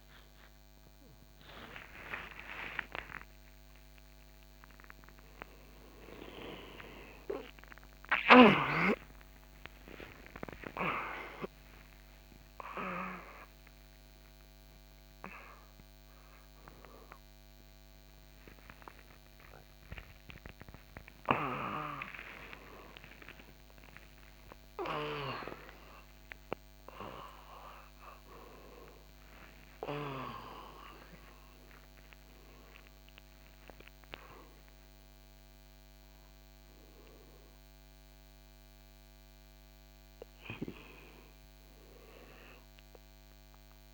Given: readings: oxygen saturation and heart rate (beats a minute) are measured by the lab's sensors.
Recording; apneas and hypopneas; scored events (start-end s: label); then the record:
a person awake in a sleep study, by a microphone on the trachea; none
31.50-36.50 s: oxygen desaturation (device-marked, oxygen 98% before, 94% lowest, heart rate 116 before, 75 extreme)
43.50-43.94 s: new sleep stage, N1 (lightest sleep)
From the record:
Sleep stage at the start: awake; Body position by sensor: on the back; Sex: male